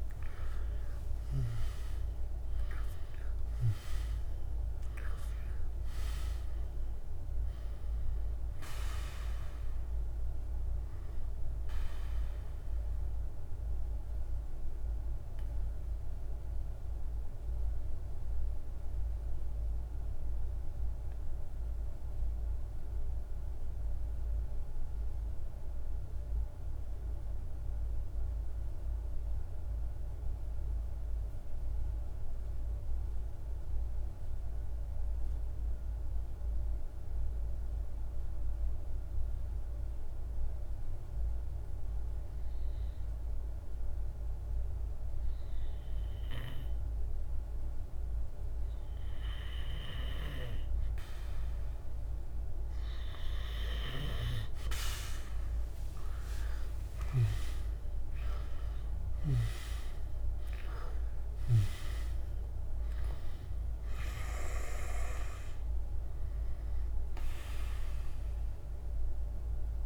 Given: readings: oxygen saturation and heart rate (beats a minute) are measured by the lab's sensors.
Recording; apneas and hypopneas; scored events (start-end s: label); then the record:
breathing in sleep by a room microphone; 1
0.00-23.50 s: oxygen desaturation (device-marked, oxygen 89% lowest, heart rate 38 extreme)
11.00-50.00 s: mixed apnea (oxygen 98% before, 86% lowest)
47.50-69.86 s: oxygen desaturation (device-marked, oxygen 97% before, 86% lowest)
52.50-56.00 s: arousal
From the record:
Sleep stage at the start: N2 (light sleep); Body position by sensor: on the back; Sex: male